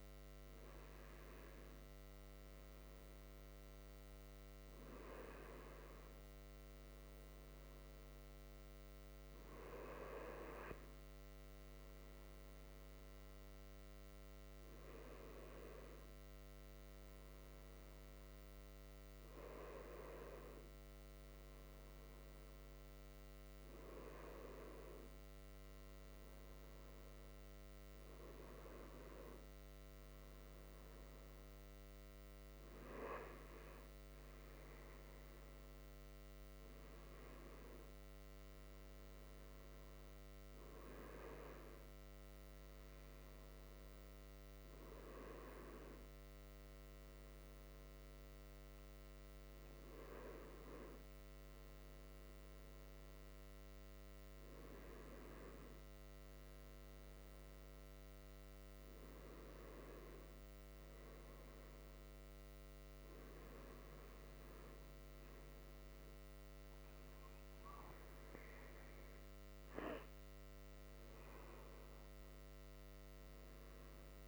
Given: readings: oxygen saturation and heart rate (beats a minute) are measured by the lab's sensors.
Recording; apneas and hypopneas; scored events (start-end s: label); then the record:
a person awake in a sleep study, by a microphone on the trachea; none
none scored
From the record:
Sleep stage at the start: awake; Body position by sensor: on the right side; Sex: male